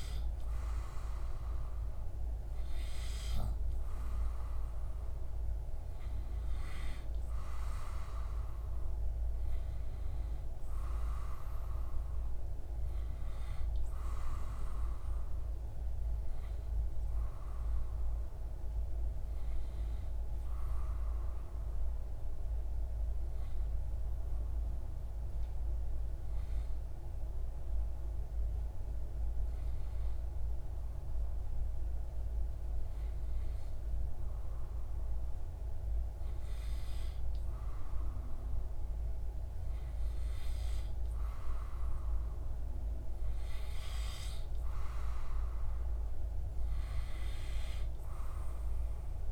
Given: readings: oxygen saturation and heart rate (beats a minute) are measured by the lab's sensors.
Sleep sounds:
breathing in sleep, hard to hear, by a room microphone; 1
17.50-35.00 s: hypopnea (oxygen 96% before, 92% lowest)
38.00-42.50 s: arousal
From the record:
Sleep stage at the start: N2 (light sleep); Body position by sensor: on the back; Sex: male

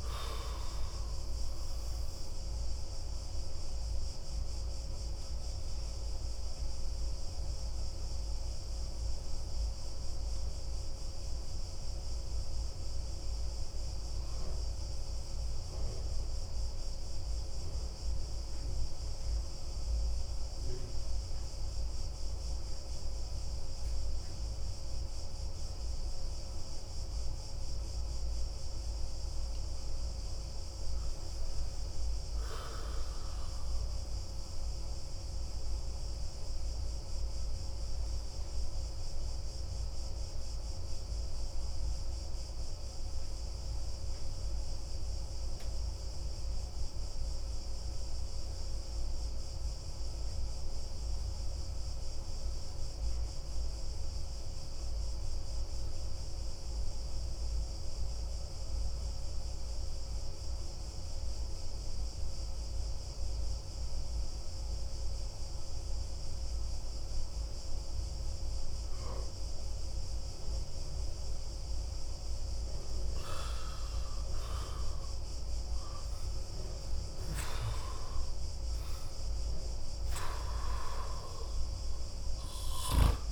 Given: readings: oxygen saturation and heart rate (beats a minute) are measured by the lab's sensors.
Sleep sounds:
breathing in sleep, hard to hear, by a room microphone; 2
0.00-2.50 s: arousal
0.00-31.00 s: oxygen desaturation (device-marked, oxygen 89% lowest)
5.50-27.50 s: obstructive apnea (oxygen 96% before, 88% lowest)
29.50-33.50 s: arousal
38.00-71.00 s: obstructive apnea (oxygen 94% before, 85% lowest)
52.00-64.00 s: oxygen desaturation (device-marked, oxygen 94% before, 90% lowest)
72.00-83.32 s: oxygen desaturation (device-marked, oxygen 94% before, 85% lowest)
73.50-78.00 s: arousal
From the record:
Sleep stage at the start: N2 (light sleep); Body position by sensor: on the back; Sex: male

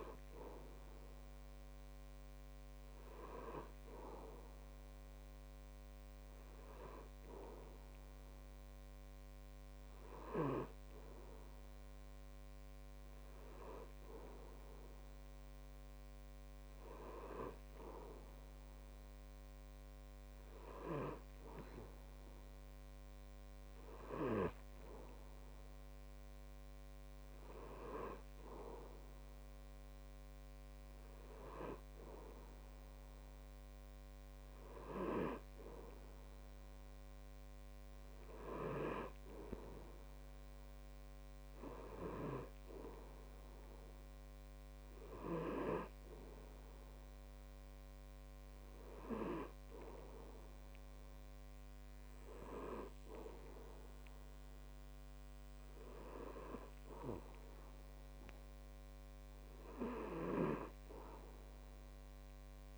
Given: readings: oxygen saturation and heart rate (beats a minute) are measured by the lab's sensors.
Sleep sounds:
breathing in sleep by a microphone on the trachea; none
none scored
From the record:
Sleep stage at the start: N2 (light sleep); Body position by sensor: on the back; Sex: male

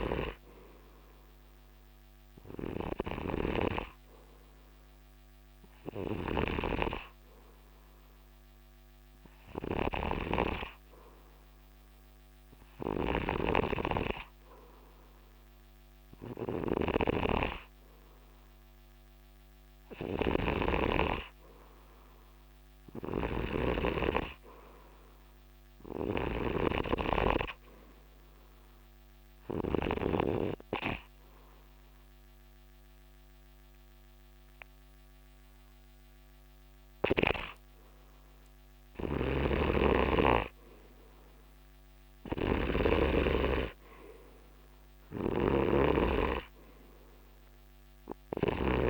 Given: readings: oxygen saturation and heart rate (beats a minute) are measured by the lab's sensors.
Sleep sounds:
breathing in sleep by a microphone on the trachea; 2
0.00-30.50 s: snoring (device-marked)
2.00-19.00 s: oxygen desaturation (device-marked, oxygen 92% before, 88% lowest, heart rate 81 before, 73 extreme)
5.50-16.50 s: hypopnea (oxygen 92% before, 88% lowest, heart rate 81 before, 73 extreme, up 7 after)
19.00-22.50 s: arousal
28.50-40.00 s: obstructive apnea (oxygen 91% before, 88% lowest, heart rate 77 before, 73 extreme, up 8 after)
40.00-48.89 s: snoring (device-marked)
42.00-44.50 s: arousal
From the record:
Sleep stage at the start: N2 (light sleep); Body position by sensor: on the right side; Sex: male

